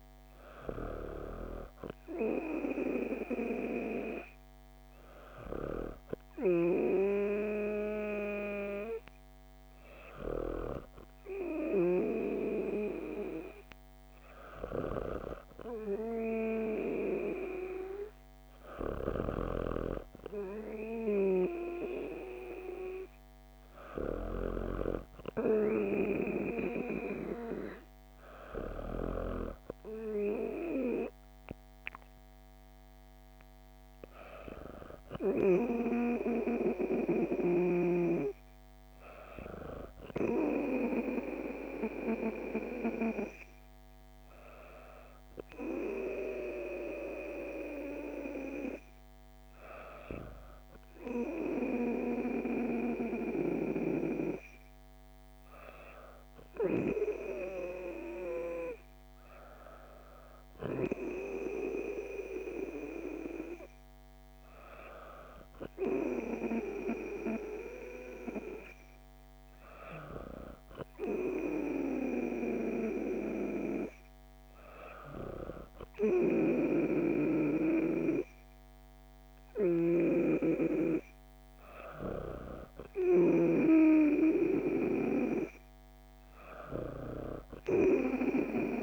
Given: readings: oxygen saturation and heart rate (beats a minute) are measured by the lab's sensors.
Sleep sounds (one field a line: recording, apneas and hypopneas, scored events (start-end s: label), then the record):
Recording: breathing in sleep by a microphone on the trachea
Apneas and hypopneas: none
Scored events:
none scored
From the record:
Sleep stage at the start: N2 (light sleep)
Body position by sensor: on the back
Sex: female